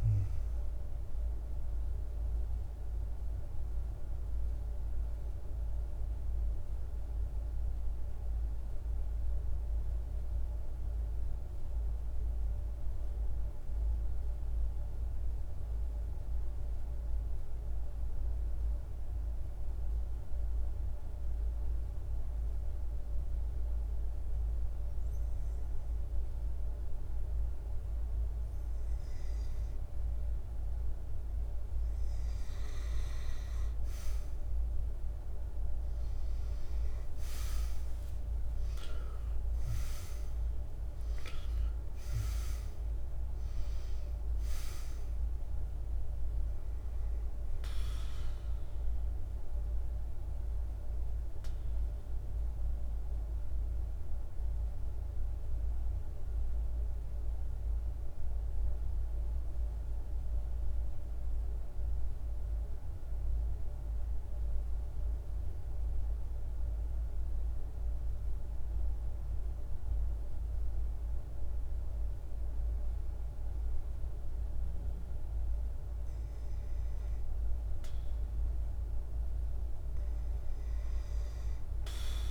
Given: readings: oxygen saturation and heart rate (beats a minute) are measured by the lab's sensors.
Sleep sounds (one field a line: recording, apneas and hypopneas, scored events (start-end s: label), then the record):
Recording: breathing in sleep, hard to hear, by a room microphone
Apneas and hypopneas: 2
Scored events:
0.00-12.00 s: oxygen desaturation (device-marked, oxygen 90% lowest, heart rate 49 extreme)
3.00-29.50 s: mixed apnea (oxygen 97% before, 89% lowest, heart rate 70 before, 49 extreme, up 13 after)
26.00-59.00 s: oxygen desaturation (device-marked, oxygen 98% before, 89% lowest, heart rate 50 before, 50 extreme)
35.50-40.50 s: arousal
49.50-77.50 s: mixed apnea (oxygen 98% before, 90% lowest, heart rate 57 before, 50 extreme, up 2 after)
78.00-82.31 s: oxygen desaturation (device-marked, oxygen 98% before, 91% lowest, heart rate 51 before, 49 extreme)
From the record:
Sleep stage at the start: N2 (light sleep)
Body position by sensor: on the back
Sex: male